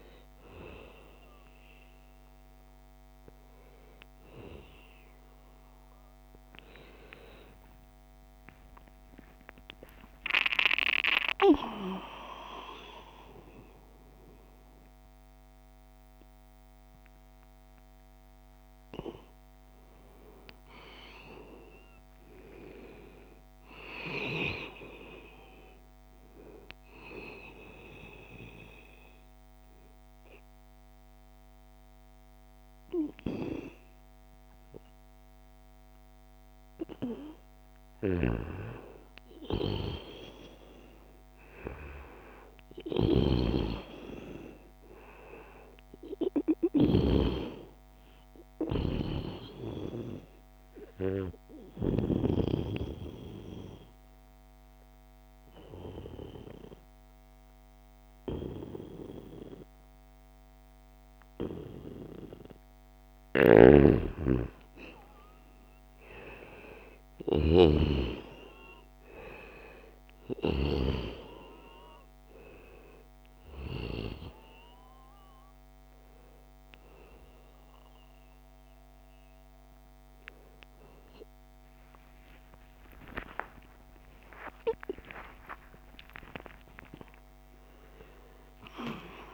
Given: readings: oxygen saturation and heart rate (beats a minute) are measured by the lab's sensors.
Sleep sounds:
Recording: a person partly awake in a sleep study, by a microphone on the trachea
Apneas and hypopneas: 2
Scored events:
8.50-10.50 s: long interval between heartbeats (device-marked, heart rate 80 before, 99 extreme)
11.00-13.00 s: long interval between heartbeats (device-marked, heart rate 83 before, 119 extreme)
14.50-44.50 s: new sleep stage, N1 (lightest sleep)
27.00-37.50 s: obstructive apnea (oxygen 95% before, 89% lowest, heart rate 94 before, 75 extreme, up 0 after)
39.00-43.00 s: arousal
44.50-74.50 s: new sleep stage, N2 (light sleep)
46.50-57.50 s: oxygen desaturation (device-marked, oxygen 94% before, 91% lowest, heart rate 78 before, 74 extreme)
50.50-63.00 s: obstructive apnea (oxygen 95% before, 89% lowest, heart rate 77 before, 74 extreme, up 5 after)
63.00-67.50 s: snoring (device-marked)
65.50-86.50 s: oxygen desaturation (device-marked, oxygen 94% before, 89% lowest, heart rate 77 before, 79 extreme)
74.50-89.34 s: new sleep stage, awake
82.50-84.50 s: long interval between heartbeats (device-marked, heart rate 79 before, 90 extreme)
86.00-88.00 s: long interval between heartbeats (device-marked, heart rate 84 before, 151 extreme)
From the record:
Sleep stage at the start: awake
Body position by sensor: on the back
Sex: male

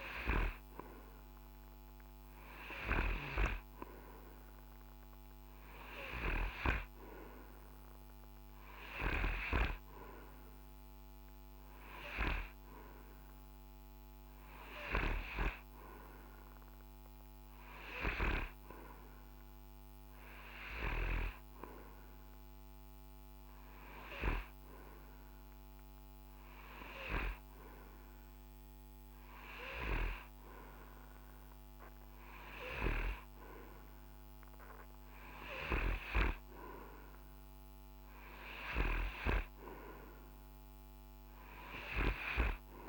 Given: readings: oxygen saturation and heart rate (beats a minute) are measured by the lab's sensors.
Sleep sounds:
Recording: breathing in sleep by a microphone on the trachea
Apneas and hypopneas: none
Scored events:
none scored
From the record:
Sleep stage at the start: N3 (deep sleep)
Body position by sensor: on the right side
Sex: male

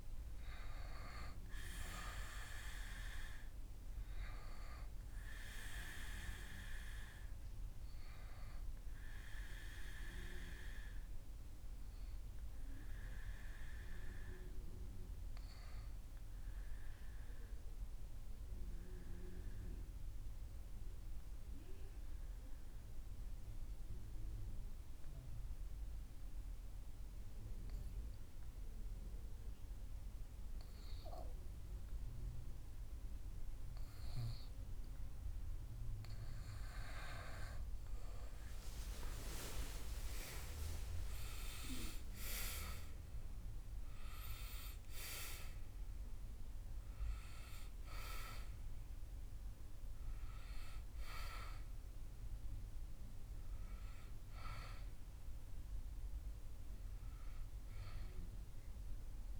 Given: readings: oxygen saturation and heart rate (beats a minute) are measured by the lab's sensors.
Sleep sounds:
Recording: breathing in sleep by a room microphone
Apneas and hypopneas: 1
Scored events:
9.00-35.00 s: obstructive apnea (oxygen 98% before, 94% lowest)
37.50-41.50 s: arousal
50.00-59.40 s: new sleep stage, REM sleep
From the record:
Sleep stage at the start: N2 (light sleep)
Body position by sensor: on the back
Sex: male

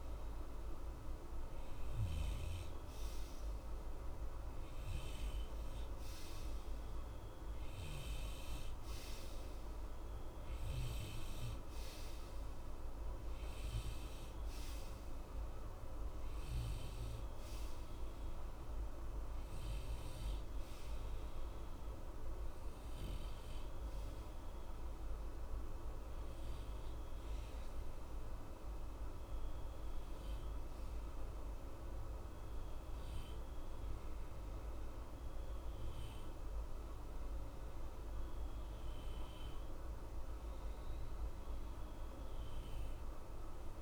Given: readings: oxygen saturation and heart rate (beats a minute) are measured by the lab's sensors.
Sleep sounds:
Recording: breathing in sleep, hard to hear, by a room microphone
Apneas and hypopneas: none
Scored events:
5.50-35.50 s: oxygen desaturation (device-marked, oxygen 95% before, 89% lowest, heart rate 63 before, 62 extreme)
From the record:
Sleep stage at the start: N2 (light sleep)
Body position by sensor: on the right side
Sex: male

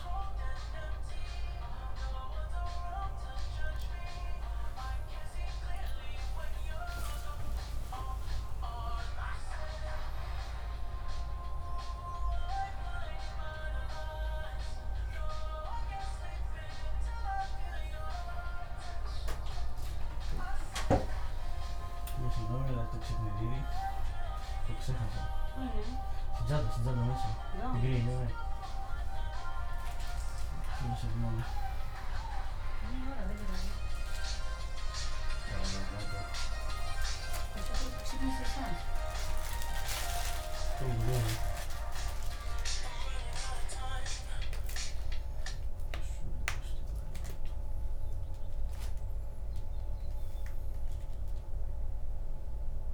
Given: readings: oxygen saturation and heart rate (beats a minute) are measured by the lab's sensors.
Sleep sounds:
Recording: a person awake in a sleep study, by a room microphone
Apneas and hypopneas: none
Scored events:
none scored
From the record:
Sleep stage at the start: awake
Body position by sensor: on the front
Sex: male

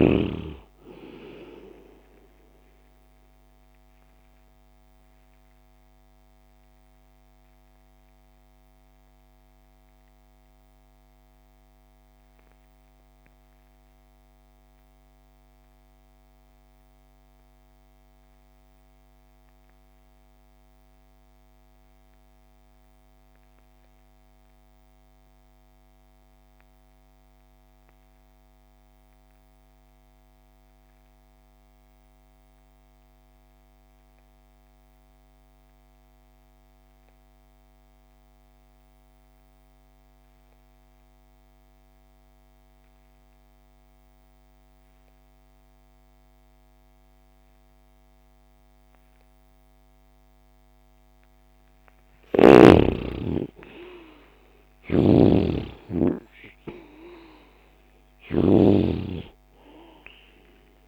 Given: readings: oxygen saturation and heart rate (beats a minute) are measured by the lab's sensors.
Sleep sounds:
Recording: breathing in sleep by a microphone on the trachea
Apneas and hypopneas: 1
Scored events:
0.00-17.50 s: oxygen desaturation (device-marked, oxygen 71% lowest)
4.50-51.00 s: mixed apnea (oxygen 93% before, 71% lowest)
31.50-60.87 s: oxygen desaturation (device-marked, oxygen 98% before, 74% lowest)
52.00-55.00 s: arousal
54.50-60.87 s: snoring (device-marked)
From the record:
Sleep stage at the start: REM sleep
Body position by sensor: on the left side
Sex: male

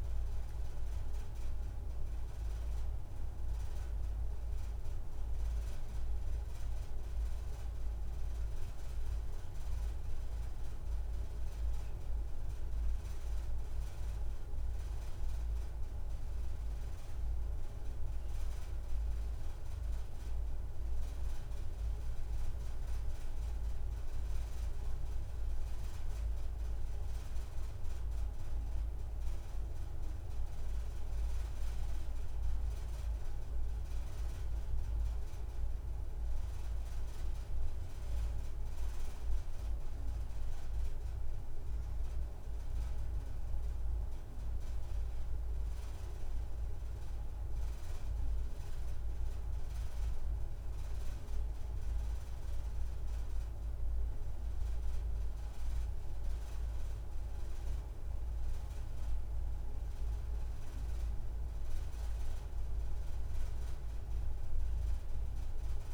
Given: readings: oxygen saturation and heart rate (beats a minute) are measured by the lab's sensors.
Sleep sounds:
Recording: breathing in sleep, hard to hear, by a room microphone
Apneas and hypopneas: none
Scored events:
1.00-3.00 s: long interval between heartbeats (device-marked)
20.00-25.50 s: arousal
From the record:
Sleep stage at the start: N2 (light sleep)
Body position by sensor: on the right side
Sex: female

